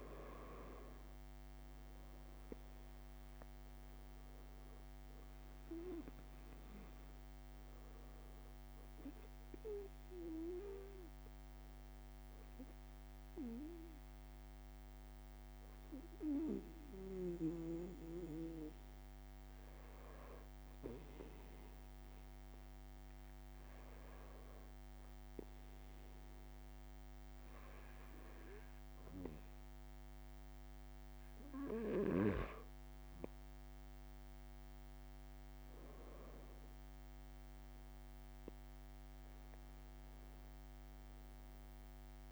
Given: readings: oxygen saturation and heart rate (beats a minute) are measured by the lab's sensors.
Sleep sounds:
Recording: breathing in sleep by a microphone on the trachea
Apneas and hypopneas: none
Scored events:
35.00-37.00 s: long interval between heartbeats (device-marked)
From the record:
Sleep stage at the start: REM sleep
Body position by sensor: on the back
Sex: male

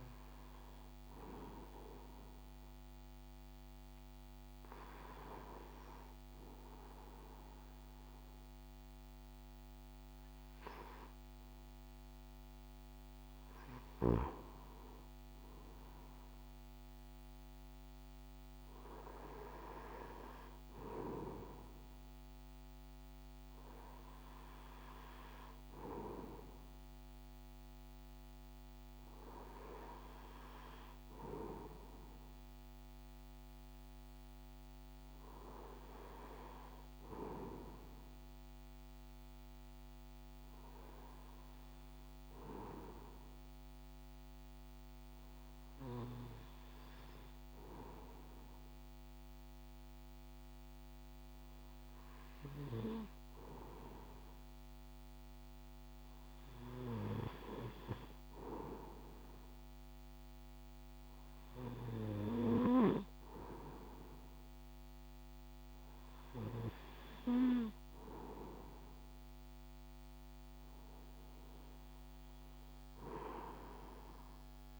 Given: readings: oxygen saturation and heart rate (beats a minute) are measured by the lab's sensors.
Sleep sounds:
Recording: breathing in sleep by a microphone on the trachea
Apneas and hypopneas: none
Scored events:
none scored
From the record:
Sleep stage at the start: REM sleep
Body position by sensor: on the right side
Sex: male

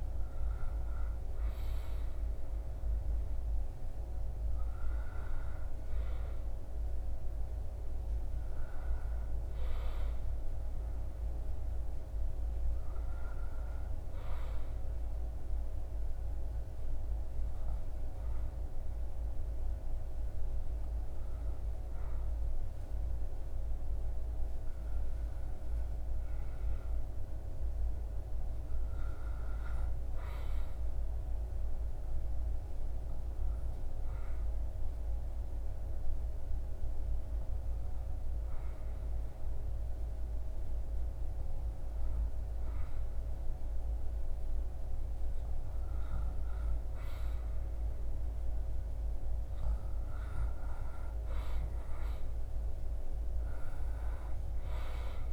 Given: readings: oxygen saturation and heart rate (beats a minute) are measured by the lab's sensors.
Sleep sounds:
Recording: a person partly awake in a sleep study, hard to hear, by a room microphone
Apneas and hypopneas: 1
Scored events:
23.50-55.33 s: new sleep stage, N2 (light sleep)
31.00-45.50 s: hypopnea (oxygen 98% before, 97% lowest, heart rate 68 before, 70 extreme, up 6 after)
48.50-52.00 s: arousal
From the record:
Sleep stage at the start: awake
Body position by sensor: on the back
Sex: male

